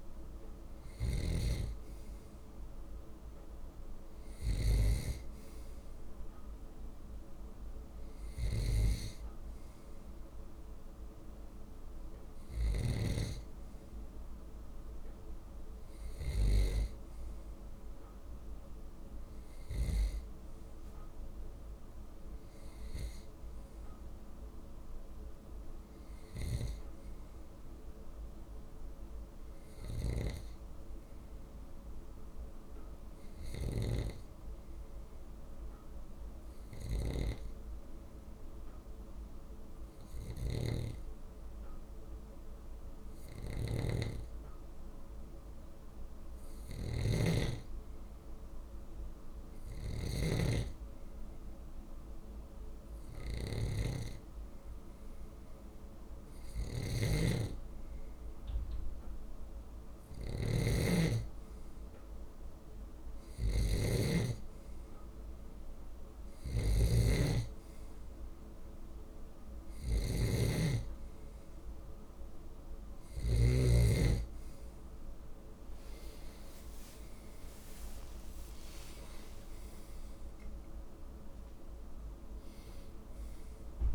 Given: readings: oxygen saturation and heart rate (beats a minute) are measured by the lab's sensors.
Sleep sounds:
breathing in sleep by a room microphone; 1
0.50-12.50 s: snoring (device-marked)
23.50-27.00 s: arousal
29.50-73.00 s: snoring (device-marked)
30.50-45.00 s: hypopnea (oxygen 96% before, 94% lowest, heart rate 139 before, 79 extreme)
48.50-52.50 s: arousal
76.50-81.00 s: arousal
From the record:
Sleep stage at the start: N2 (light sleep); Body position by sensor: on the left side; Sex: male

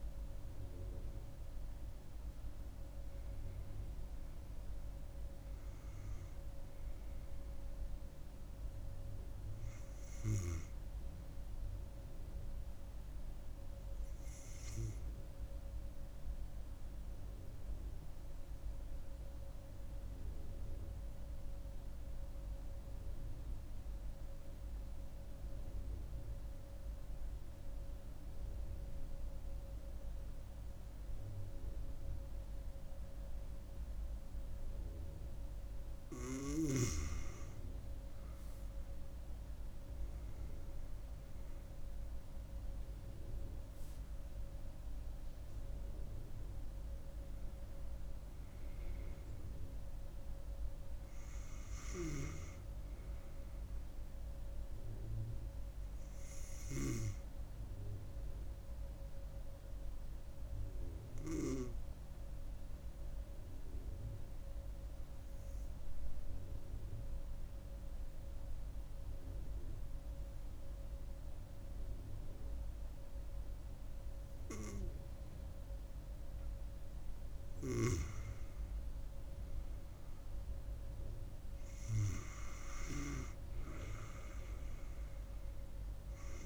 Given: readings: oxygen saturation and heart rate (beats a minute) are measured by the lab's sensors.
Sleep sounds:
breathing in sleep by a room microphone; 2
0.00-19.50 s: oxygen desaturation (device-marked, oxygen 90% lowest)
17.00-36.00 s: obstructive apnea (oxygen 96% before, 93% lowest)
39.50-44.00 s: arousal
39.50-61.50 s: oxygen desaturation (device-marked, oxygen 97% before, 93% lowest)
61.50-76.50 s: obstructive apnea (oxygen 96% before, 92% lowest)
82.00-86.46 s: arousal
From the record:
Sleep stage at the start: N2 (light sleep); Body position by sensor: on the right side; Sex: female

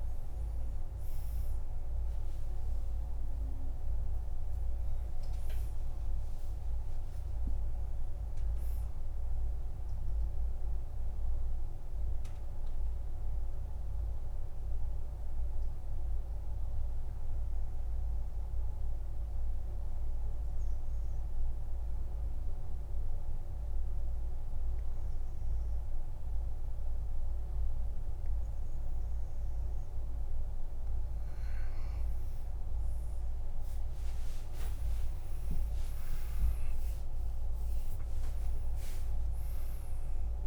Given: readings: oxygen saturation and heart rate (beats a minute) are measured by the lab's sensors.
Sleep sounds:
breathing in sleep, hard to hear, by a room microphone; 1
0.00-21.50 s: oxygen desaturation (device-marked, oxygen 90% lowest, heart rate 50 extreme)
10.50-32.00 s: mixed apnea (oxygen 98% before, 90% lowest, heart rate 63 before, 50 extreme, up 48 after)
34.00-36.00 s: long interval between heartbeats (device-marked, heart rate 52 before, 69 extreme)
34.00-38.50 s: arousal
36.50-40.47 s: oxygen desaturation (device-marked, oxygen 99% before, 91% lowest, heart rate 56 before, 51 extreme)
39.00-40.47 s: long interval between heartbeats (device-marked, heart rate 59 before, 98 extreme)
From the record:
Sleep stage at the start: N2 (light sleep); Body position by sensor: on the back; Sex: male

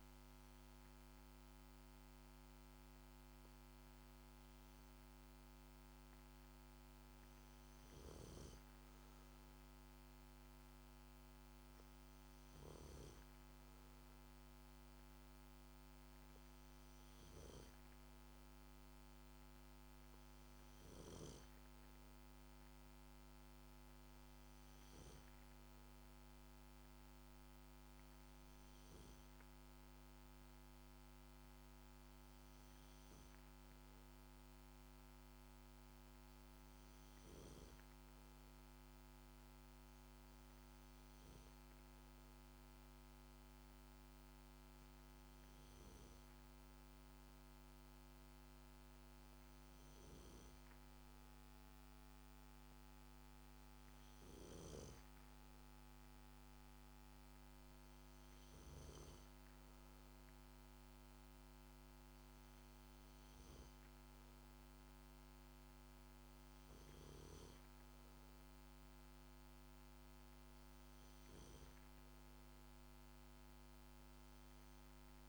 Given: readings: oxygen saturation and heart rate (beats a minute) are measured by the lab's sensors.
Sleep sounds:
breathing in sleep, hard to hear, by a microphone on the trachea; none
none scored
From the record:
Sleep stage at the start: N2 (light sleep); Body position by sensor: on the back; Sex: male

